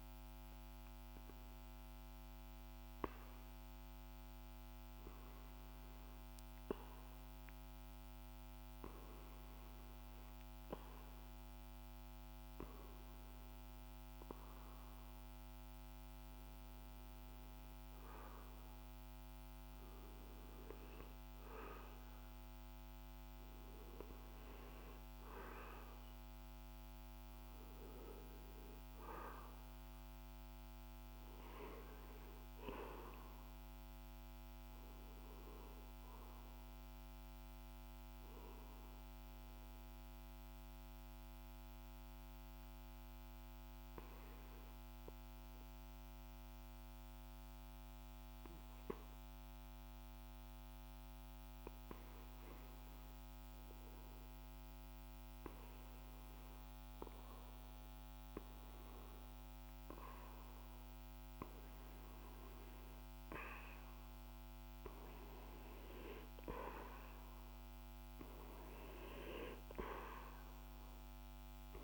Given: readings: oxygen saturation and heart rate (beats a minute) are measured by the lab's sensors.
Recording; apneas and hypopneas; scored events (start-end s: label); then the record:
breathing in sleep by a microphone on the trachea; 1
13.00-43.00 s: oxygen desaturation (device-marked, oxygen 97% before, 94% lowest, heart rate 48 before, 51 extreme)
32.00-48.50 s: obstructive apnea (oxygen 97% before, 92% lowest, heart rate 51 before, 51 extreme, up 1 after)
52.00-56.50 s: arousal
59.00-71.84 s: oxygen desaturation (device-marked, oxygen 97% before, 92% lowest, heart rate 52 before, 51 extreme)
From the record:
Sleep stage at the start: REM sleep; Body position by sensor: on the back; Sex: male